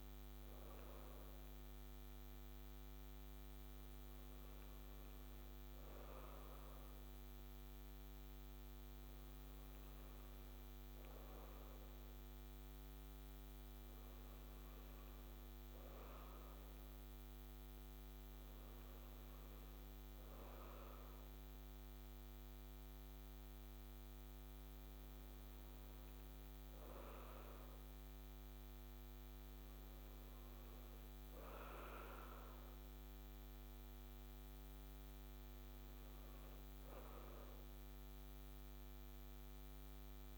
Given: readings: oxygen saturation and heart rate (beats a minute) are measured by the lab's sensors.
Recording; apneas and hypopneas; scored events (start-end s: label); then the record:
breathing in sleep, hard to hear, by a microphone on the trachea; none
none scored
From the record:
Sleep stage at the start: N3 (deep sleep); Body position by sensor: on the right side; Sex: female